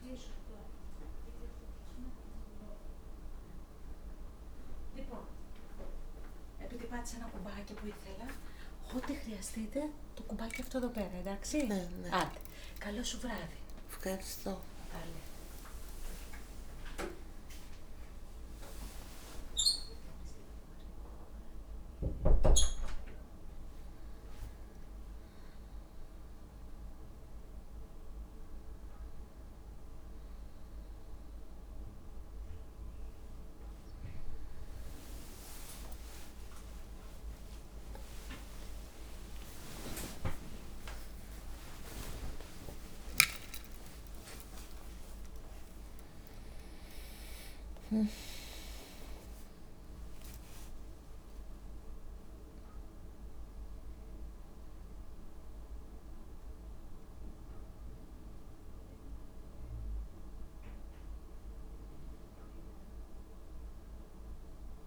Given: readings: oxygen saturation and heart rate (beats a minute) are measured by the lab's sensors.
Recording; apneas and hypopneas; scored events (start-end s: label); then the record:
a person awake in a sleep study, by a room microphone; none
34.00-44.00 s: tachycardia (device-marked, heart rate 55 before, 156 extreme)
35.50-37.50 s: long interval between heartbeats (device-marked, heart rate 66 before, 80 extreme)
39.00-41.00 s: long interval between heartbeats (device-marked, heart rate 73 before, 139 extreme)
41.50-43.50 s: long interval between heartbeats (device-marked, heart rate 81 before, 147 extreme)
44.50-46.50 s: long interval between heartbeats (device-marked, heart rate 92 before, 117 extreme)
50.00-52.00 s: long interval between heartbeats (device-marked, heart rate 103 before, 84 extreme)
From the record:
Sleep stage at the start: awake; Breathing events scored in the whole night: 383 in 4.4 hours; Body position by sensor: on the back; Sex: female